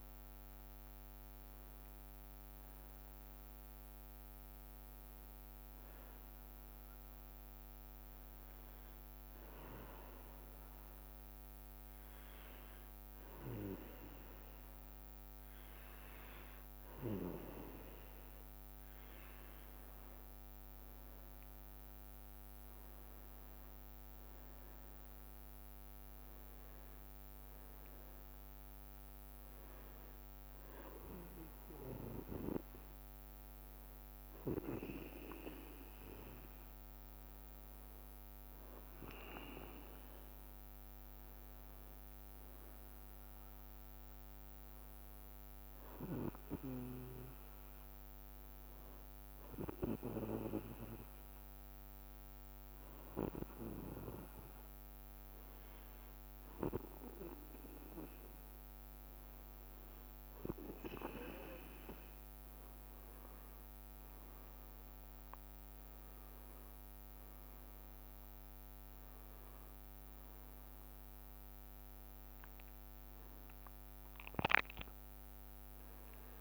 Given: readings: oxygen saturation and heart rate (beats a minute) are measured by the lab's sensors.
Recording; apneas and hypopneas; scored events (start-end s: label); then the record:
breathing in sleep by a microphone on the trachea; 2
3.50-17.50 s: hypopnea (oxygen 97% before, 95% lowest, heart rate 70 before, 64 extreme, up 8 after)
21.00-25.50 s: arousal
22.50-24.00 s: leg movement (device-marked)
36.50-42.00 s: leg movement (device-marked)
47.50-60.50 s: hypopnea (oxygen 98% before, 93% lowest, heart rate 68 before, 65 extreme, up 10 after)
62.50-65.00 s: leg movement (device-marked)
72.00-76.00 s: arousal
From the record:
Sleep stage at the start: N2 (light sleep); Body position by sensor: on the back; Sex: male